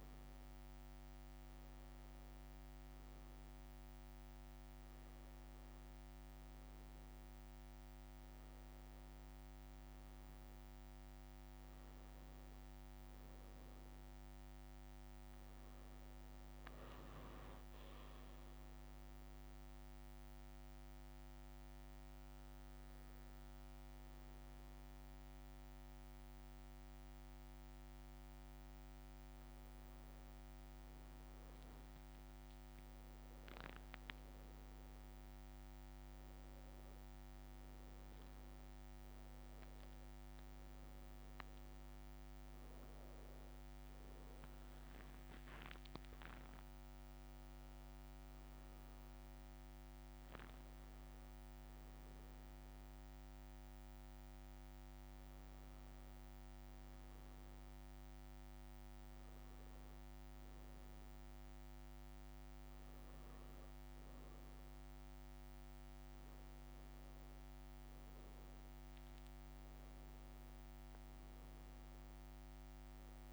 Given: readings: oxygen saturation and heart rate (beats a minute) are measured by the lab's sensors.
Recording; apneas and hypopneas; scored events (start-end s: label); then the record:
breathing in sleep, hard to hear, by a microphone on the trachea; none
none scored
From the record:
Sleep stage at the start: N2 (light sleep); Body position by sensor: on the back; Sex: male